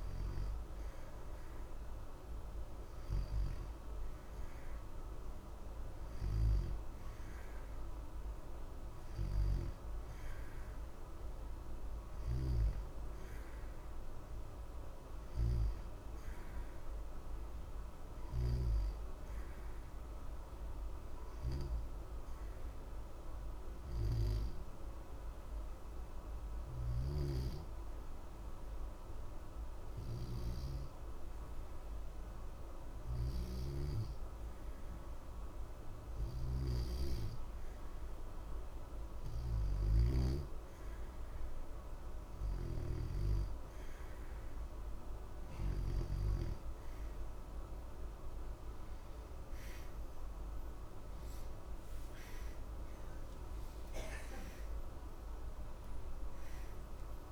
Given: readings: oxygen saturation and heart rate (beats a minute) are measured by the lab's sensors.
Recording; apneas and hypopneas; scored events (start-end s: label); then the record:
breathing in sleep by a room microphone; 1
0.00-1.50 s: arousal
22.50-37.00 s: obstructive apnea (oxygen 92% before, 88% lowest, heart rate 60 before, 60 extreme, up 2 after)
39.00-42.50 s: arousal
From the record:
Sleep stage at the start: N2 (light sleep); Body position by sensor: on the back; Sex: male